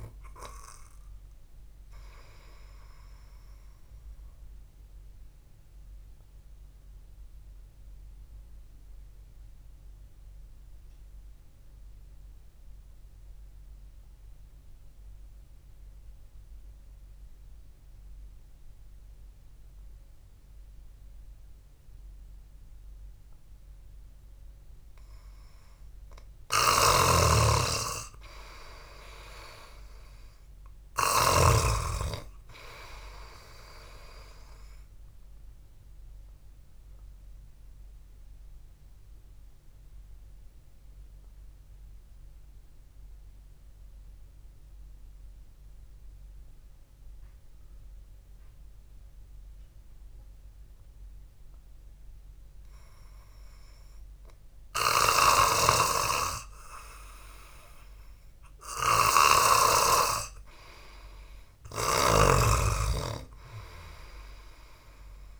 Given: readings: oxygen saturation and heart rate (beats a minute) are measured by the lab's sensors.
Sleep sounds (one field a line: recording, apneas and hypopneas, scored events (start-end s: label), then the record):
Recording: breathing in sleep by a room microphone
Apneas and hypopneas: 2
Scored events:
4.50-26.00 s: mixed apnea (oxygen 96% before, 89% lowest, heart rate 57 before, 54 extreme)
12.50-21.50 s: oxygen desaturation (device-marked, oxygen 96% before, 91% lowest, heart rate 58 before, 54 extreme)
27.00-32.00 s: snoring (device-marked)
27.50-31.00 s: arousal
37.00-52.50 s: obstructive apnea (oxygen 98% before, 89% lowest, heart rate 63 before, 53 extreme, up 4 after)
50.50-60.50 s: oxygen desaturation (device-marked, oxygen 94% before, 89% lowest, heart rate 59 before, 53 extreme)
55.50-60.00 s: snoring (device-marked)
57.00-60.50 s: arousal
From the record:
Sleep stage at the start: N2 (light sleep)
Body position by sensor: on the back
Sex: male